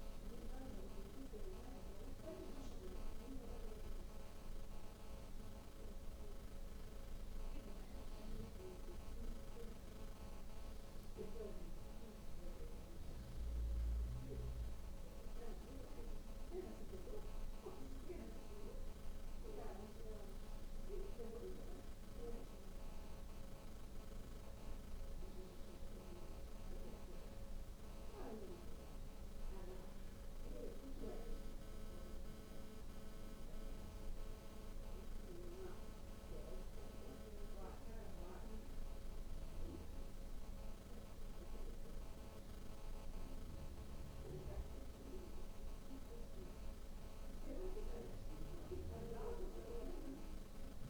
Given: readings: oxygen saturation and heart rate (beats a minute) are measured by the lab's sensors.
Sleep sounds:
breathing in sleep by a room microphone; none
none scored
From the record:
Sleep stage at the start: N2 (light sleep); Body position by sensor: on the back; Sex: female

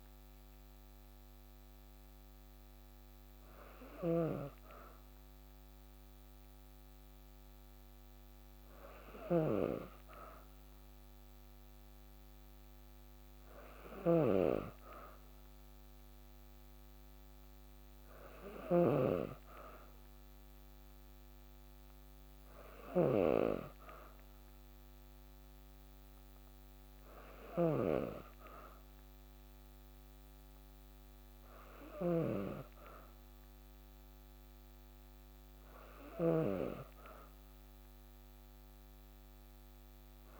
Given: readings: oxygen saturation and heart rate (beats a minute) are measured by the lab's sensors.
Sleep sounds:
breathing in sleep by a microphone on the trachea; none
0.00-40.40 s: snoring (device-marked)
From the record:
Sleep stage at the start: N2 (light sleep); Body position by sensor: on the back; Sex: female

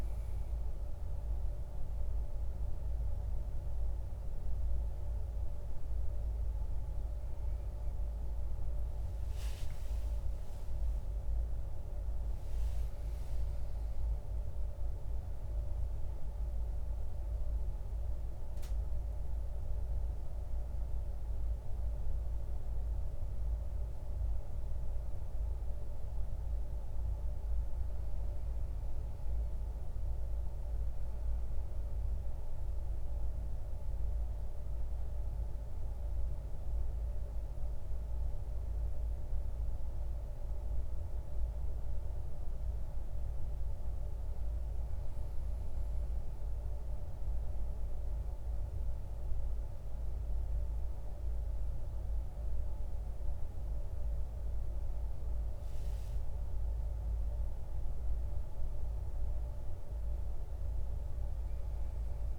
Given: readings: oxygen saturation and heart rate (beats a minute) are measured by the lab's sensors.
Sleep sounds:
a person awake in a sleep study, hard to hear, by a room microphone; none
52.00-60.00 s: oxygen desaturation (device-marked, oxygen 97% before, 93% lowest, heart rate 67 before, 67 extreme)
From the record:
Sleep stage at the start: awake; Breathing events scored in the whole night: 219 in 7.0 hours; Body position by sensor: on the back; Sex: male

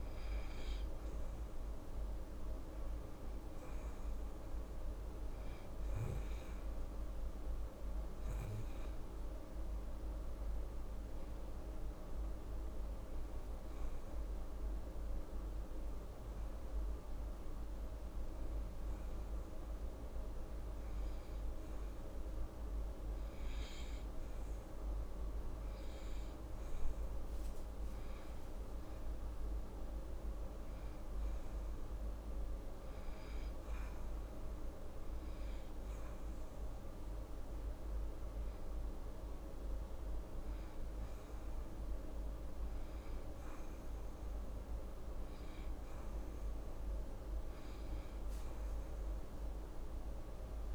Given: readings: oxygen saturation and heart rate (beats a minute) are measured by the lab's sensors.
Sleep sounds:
breathing in sleep, hard to hear, by a room microphone; 1
0.50-5.00 s: arousal
11.00-23.00 s: oxygen desaturation (device-marked, oxygen 93% before, 87% lowest)
12.50-27.00 s: hypopnea (oxygen 93% before, 87% lowest)
30.50-35.50 s: arousal
31.00-47.00 s: oxygen desaturation (device-marked, oxygen 91% before, 87% lowest)
From the record:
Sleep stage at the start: N2 (light sleep); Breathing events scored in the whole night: 128 in 6.0 hours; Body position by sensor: on the right side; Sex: female

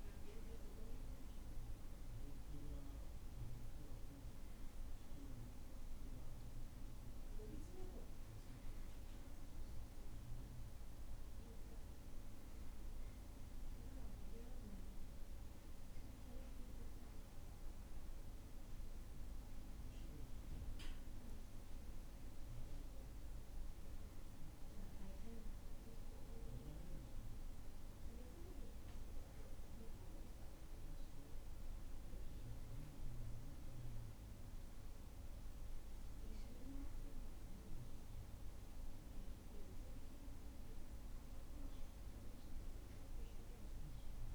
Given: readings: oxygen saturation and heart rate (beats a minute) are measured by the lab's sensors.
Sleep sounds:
breathing in sleep, hard to hear, by a room microphone; none
none scored
From the record:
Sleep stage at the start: N2 (light sleep); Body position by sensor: on the back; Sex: male

